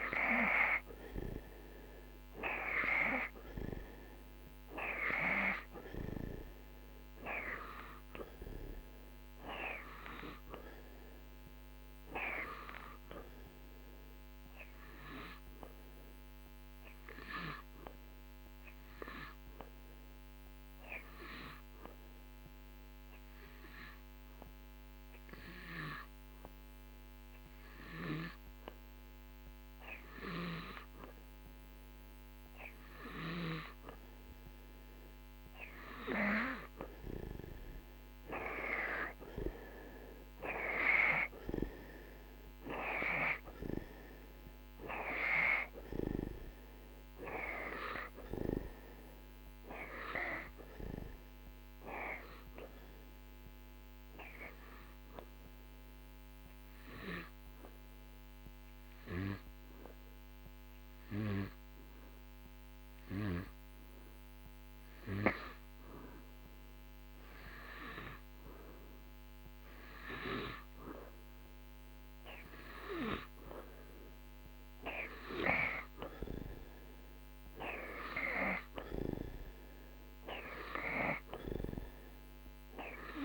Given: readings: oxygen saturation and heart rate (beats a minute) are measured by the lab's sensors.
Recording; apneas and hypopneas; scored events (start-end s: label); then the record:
breathing in sleep by a microphone on the trachea; 2
3.50-23.50 s: oxygen desaturation (device-marked, oxygen 93% before, 87% lowest)
15.50-34.00 s: hypopnea (oxygen 93% before, 87% lowest)
38.00-43.50 s: arousal
45.50-69.50 s: oxygen desaturation (device-marked, oxygen 92% before, 87% lowest)
53.50-66.50 s: hypopnea (oxygen 92% before, 87% lowest)
69.50-74.00 s: arousal
From the record:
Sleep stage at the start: N2 (light sleep); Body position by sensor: on the right side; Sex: male